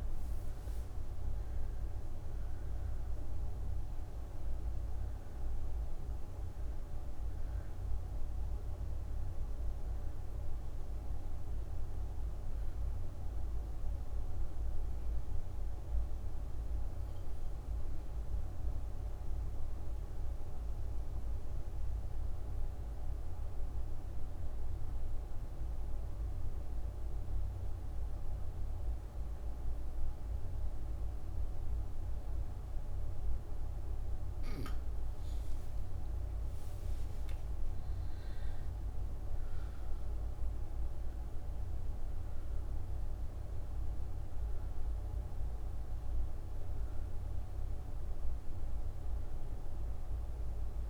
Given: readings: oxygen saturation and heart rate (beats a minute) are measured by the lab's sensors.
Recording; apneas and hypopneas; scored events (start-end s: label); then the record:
breathing in sleep, hard to hear, by a room microphone; 1
0.00-25.50 s: oxygen desaturation (device-marked, oxygen 81% lowest)
14.00-33.50 s: obstructive apnea (oxygen 97% before, 81% lowest)
35.50-40.00 s: arousal
43.50-50.90 s: oxygen desaturation (device-marked, oxygen 96% before, 88% lowest)
From the record:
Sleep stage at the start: N2 (light sleep); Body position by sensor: on the back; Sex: female